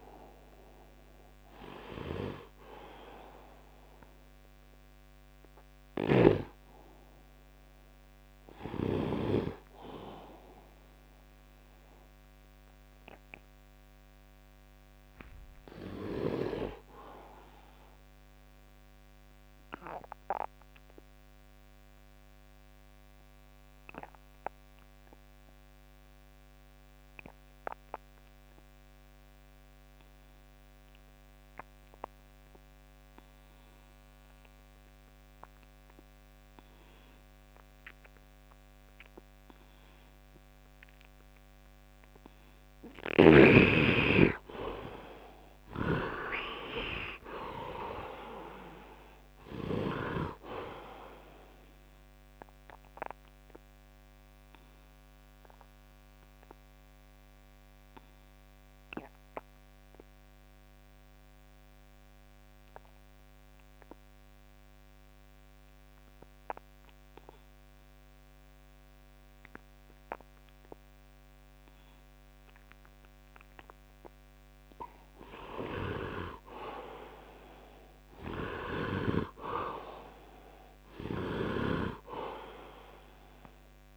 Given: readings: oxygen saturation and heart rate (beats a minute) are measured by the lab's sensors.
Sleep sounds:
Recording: breathing in sleep by a microphone on the trachea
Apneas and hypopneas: 2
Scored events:
0.00-11.00 s: oxygen desaturation (device-marked, oxygen 78% lowest, heart rate 73 extreme)
12.50-42.50 s: obstructive apnea (oxygen 96% before, 78% lowest, heart rate 79 before, 70 extreme, up 10 after)
34.00-75.00 s: oxygen desaturation (device-marked, oxygen 98% before, 78% lowest, heart rate 76 before, 70 extreme)
44.50-48.50 s: arousal
45.50-50.00 s: snoring (device-marked)
53.00-74.00 s: obstructive apnea (oxygen 98% before, 75% lowest, heart rate 80 before, 70 extreme, up 10 after)
76.00-80.00 s: arousal
77.00-83.97 s: oxygen desaturation (device-marked, oxygen 99% before, 85% lowest, heart rate 75 before, 71 extreme)
From the record:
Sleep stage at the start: N2 (light sleep)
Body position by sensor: on the right side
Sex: male

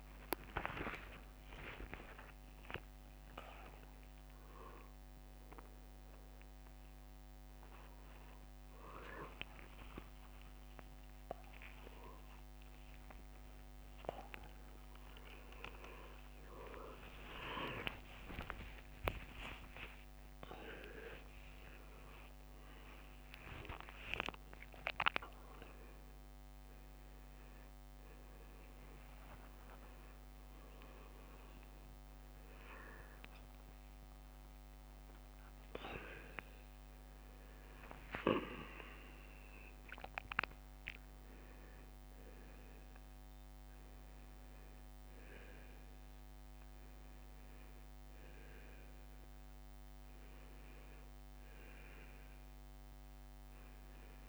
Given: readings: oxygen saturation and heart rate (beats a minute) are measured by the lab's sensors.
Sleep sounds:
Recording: a person awake in a sleep study, by a microphone on the trachea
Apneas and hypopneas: none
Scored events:
0.00-19.50 s: tachycardia (device-marked, heart rate 162 extreme)
2.00-4.00 s: long interval between heartbeats (device-marked, heart rate 77 before, 116 extreme)
2.50-12.50 s: drop in pulse transit time (device-marked, heart rate 79 before, 113 extreme)
4.00-6.00 s: long interval between heartbeats (device-marked, heart rate 81 before, 133 extreme)
8.50-10.50 s: long interval between heartbeats (device-marked, heart rate 95 before, 113 extreme)
11.50-13.50 s: long interval between heartbeats (device-marked, heart rate 102 before, 132 extreme)
14.00-16.00 s: long interval between heartbeats (device-marked, heart rate 109 before, 162 extreme)
16.50-18.50 s: long interval between heartbeats (device-marked, heart rate 120 before, 144 extreme)
19.50-21.50 s: long interval between heartbeats (device-marked, heart rate 129 before, 117 extreme)
19.50-28.50 s: drop in pulse transit time (device-marked, heart rate 129 before, 82 extreme)
22.50-24.50 s: leg movement (device-marked)
22.50-39.50 s: oxygen desaturation (device-marked, oxygen 99% before, 95% lowest, heart rate 132 before, 64 extreme)
32.00-39.00 s: leg movement (device-marked)
39.50-47.50 s: drop in pulse transit time (device-marked, heart rate 84 before, 69 extreme)
From the record:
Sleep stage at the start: awake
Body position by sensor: on the left side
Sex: male

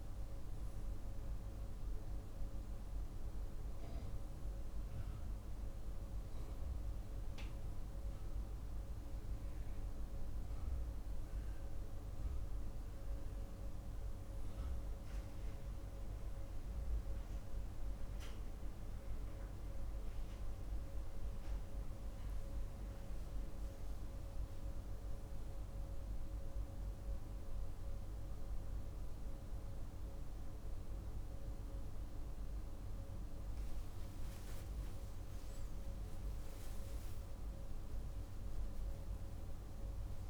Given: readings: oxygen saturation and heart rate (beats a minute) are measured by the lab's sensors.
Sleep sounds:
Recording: breathing in sleep, hard to hear, by a room microphone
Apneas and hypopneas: none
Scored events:
34.50-40.00 s: arousal
From the record:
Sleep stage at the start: REM sleep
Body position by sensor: on the right side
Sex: male

